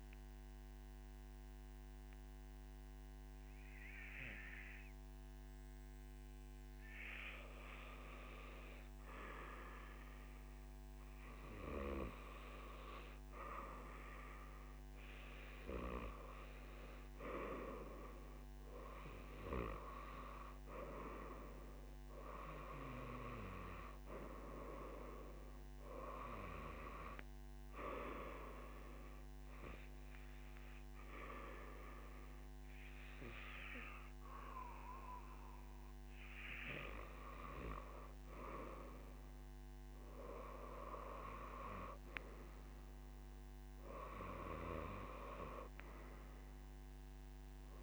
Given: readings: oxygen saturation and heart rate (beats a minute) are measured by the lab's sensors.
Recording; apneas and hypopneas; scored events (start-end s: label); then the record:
breathing in sleep by a microphone on the trachea; 1
23.50-44.50 s: oxygen desaturation (device-marked, oxygen 96% before, 93% lowest, heart rate 57 before, 60 extreme)
27.50-38.50 s: obstructive apnea (oxygen 96% before, 93% lowest, heart rate 59 before, 60 extreme, up 7 after)
From the record:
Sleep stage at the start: N3 (deep sleep); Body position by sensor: on the right side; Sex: male